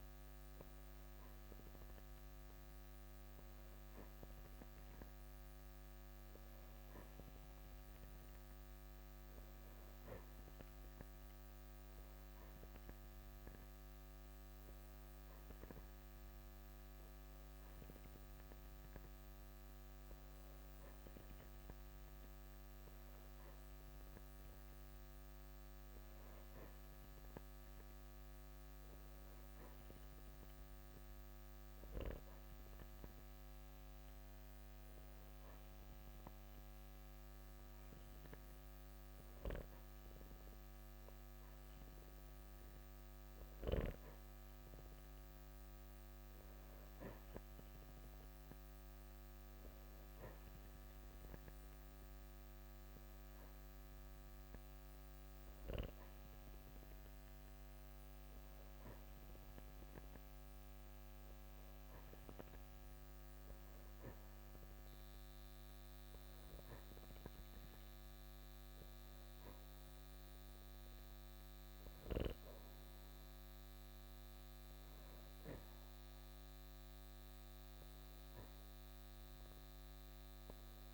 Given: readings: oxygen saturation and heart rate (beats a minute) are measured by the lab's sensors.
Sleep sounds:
breathing in sleep, hard to hear, by a microphone on the trachea; none
0.00-11.00 s: oxygen desaturation (device-marked, oxygen 91% lowest, heart rate 54 extreme)
37.00-80.94 s: new sleep stage, N3 (deep sleep)
From the record:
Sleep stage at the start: N2 (light sleep); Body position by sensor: on the back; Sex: male

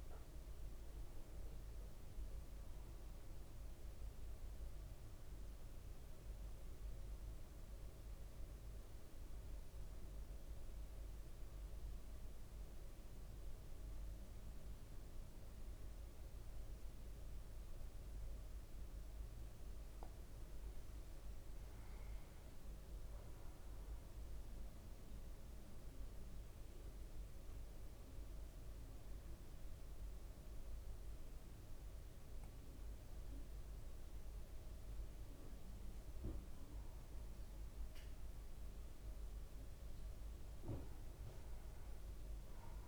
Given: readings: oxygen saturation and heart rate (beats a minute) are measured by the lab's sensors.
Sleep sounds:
breathing in sleep, hard to hear, by a room microphone; 1
0.00-11.00 s: oxygen desaturation (device-marked, oxygen 93% lowest, heart rate 53 extreme)
4.00-20.00 s: central apnea (oxygen 99% before, 93% lowest, heart rate 58 before, 53 extreme, up 5 after)
21.50-27.00 s: arousal
From the record:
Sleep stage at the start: N1 (lightest sleep); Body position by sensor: on the back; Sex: male

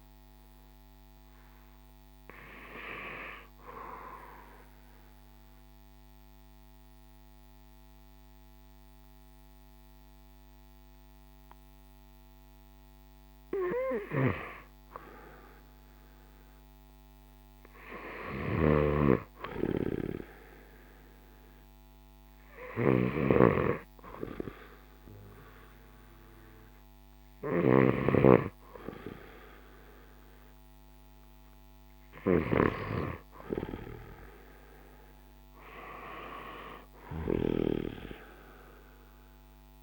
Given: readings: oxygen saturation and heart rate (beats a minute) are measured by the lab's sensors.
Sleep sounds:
breathing in sleep by a microphone on the trachea; 1
0.00-5.00 s: drop in pulse transit time (device-marked, heart rate 65 extreme)
0.00-19.00 s: oxygen desaturation (device-marked, oxygen 91% lowest, heart rate 59 extreme)
3.50-13.50 s: mixed apnea (oxygen 96% before, 91% lowest, heart rate 65 before, 59 extreme, up 1 after)
18.00-39.82 s: snoring (device-marked)
19.50-23.50 s: arousal
27.00-39.00 s: oxygen desaturation (device-marked, oxygen 97% before, 92% lowest, heart rate 60 before, 56 extreme)
From the record:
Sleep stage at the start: N2 (light sleep); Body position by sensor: on the back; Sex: male

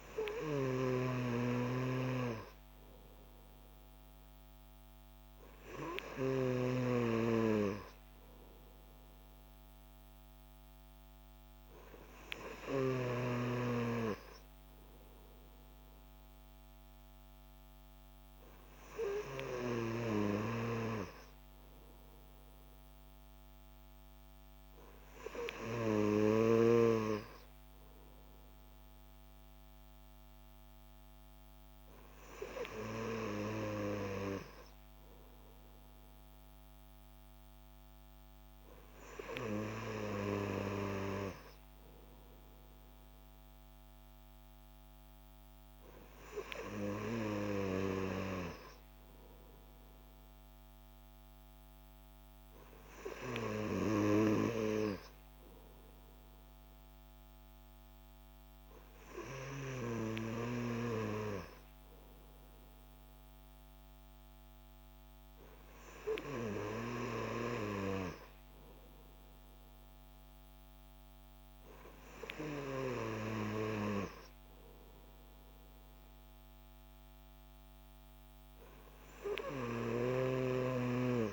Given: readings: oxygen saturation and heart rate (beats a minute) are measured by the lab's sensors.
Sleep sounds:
breathing in sleep by a microphone on the trachea; none
none scored
From the record:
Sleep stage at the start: N3 (deep sleep); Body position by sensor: on the back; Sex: male

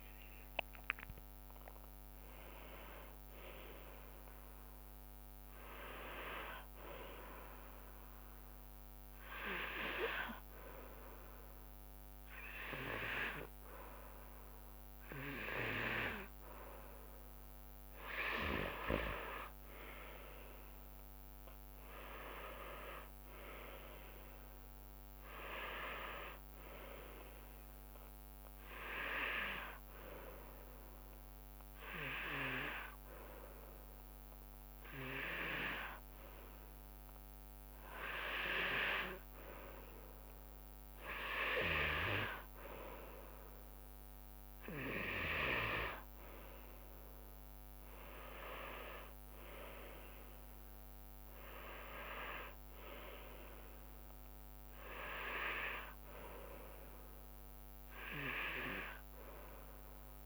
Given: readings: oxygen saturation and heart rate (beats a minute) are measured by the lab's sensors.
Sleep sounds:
breathing in sleep by a microphone on the trachea; 1
0.00-6.50 s: drop in pulse transit time (device-marked, heart rate 85 extreme)
9.00-20.00 s: hypopnea (oxygen 95% before, 93% lowest, heart rate 130 before, 74 extreme, up 6 after)
21.50-25.00 s: arousal
22.50-35.50 s: oxygen desaturation (device-marked, oxygen 97% before, 93% lowest, heart rate 81 before, 74 extreme)
46.50-59.50 s: drop in pulse transit time (device-marked, heart rate 78 before, 75 extreme)
48.00-51.50 s: arousal
From the record:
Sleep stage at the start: N2 (light sleep); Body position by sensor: on the back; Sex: female

